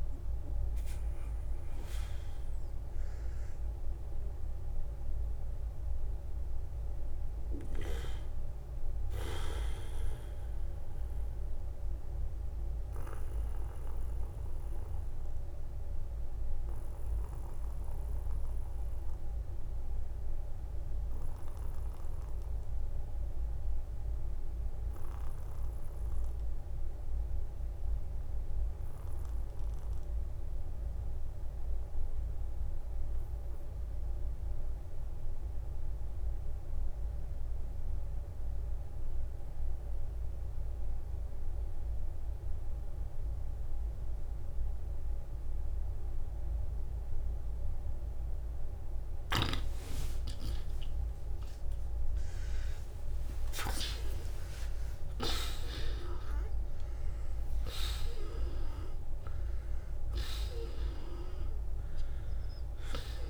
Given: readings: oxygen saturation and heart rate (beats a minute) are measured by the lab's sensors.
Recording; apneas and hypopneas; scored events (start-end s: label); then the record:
breathing in sleep by a room microphone; 1
2.00-48.00 s: obstructive apnea (oxygen 96% before, 82% lowest, heart rate 72 before, 42 extreme)
7.50-34.50 s: oxygen desaturation (device-marked, oxygen 94% before, 85% lowest, heart rate 75 before, 42 extreme)
16.50-18.50 s: long interval between heartbeats (device-marked, heart rate 61 before, 49 extreme)
21.00-23.00 s: long interval between heartbeats (device-marked, heart rate 56 before, 54 extreme)
29.50-31.50 s: long interval between heartbeats (device-marked, heart rate 49 before, 43 extreme)
38.00-40.00 s: long interval between heartbeats (device-marked, heart rate 48 before, 50 extreme)
47.00-49.00 s: long interval between heartbeats (device-marked, heart rate 46 before, 57 extreme)
48.50-60.50 s: oxygen desaturation (device-marked, oxygen 96% before, 92% lowest, heart rate 48 before, 57 extreme)
51.50-55.50 s: tachycardia (device-marked, heart rate 58 before, 108 extreme)
52.50-54.50 s: long interval between heartbeats (device-marked, heart rate 50 before, 81 extreme)
52.50-58.50 s: arousal
From the record:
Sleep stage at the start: N2 (light sleep); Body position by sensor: on the back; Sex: male